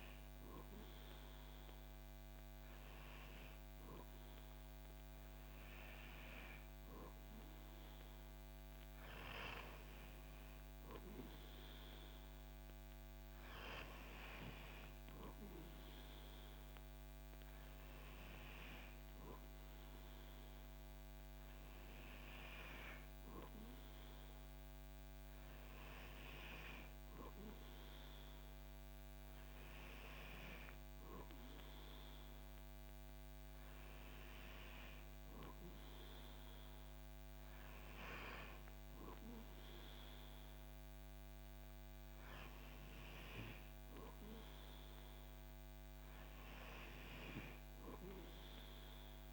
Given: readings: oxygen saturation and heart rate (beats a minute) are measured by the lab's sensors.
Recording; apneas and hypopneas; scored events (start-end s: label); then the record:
breathing in sleep by a microphone on the trachea; none
none scored
From the record:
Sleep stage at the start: N2 (light sleep); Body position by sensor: on the back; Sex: male